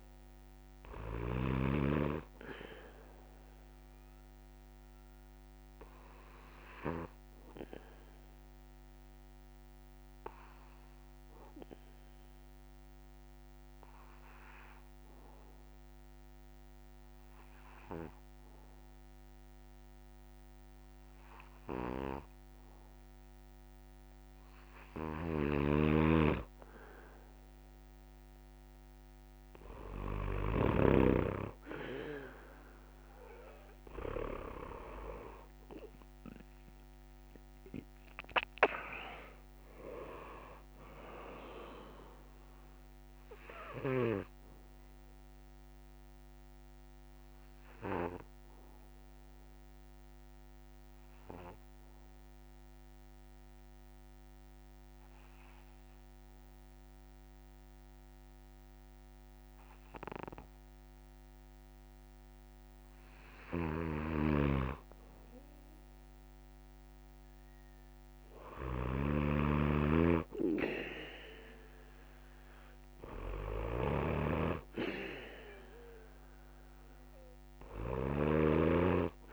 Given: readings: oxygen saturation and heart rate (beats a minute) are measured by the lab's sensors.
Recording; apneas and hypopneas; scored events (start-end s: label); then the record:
breathing in sleep by a microphone on the trachea; 2
0.00-1.50 s: snoring (device-marked)
0.00-18.00 s: oxygen desaturation (device-marked, oxygen 94% lowest)
2.00-26.00 s: obstructive apnea (oxygen 100% before, 94% lowest)
25.00-30.50 s: snoring (device-marked)
34.00-61.00 s: oxygen desaturation (device-marked, oxygen 98% before, 94% lowest)
47.00-62.50 s: obstructive apnea (oxygen 98% before, 94% lowest)
63.50-78.00 s: snoring (device-marked)
74.00-79.33 s: oxygen desaturation (device-marked, oxygen 99% before, 94% lowest)
From the record:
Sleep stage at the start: N3 (deep sleep); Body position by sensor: on the back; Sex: male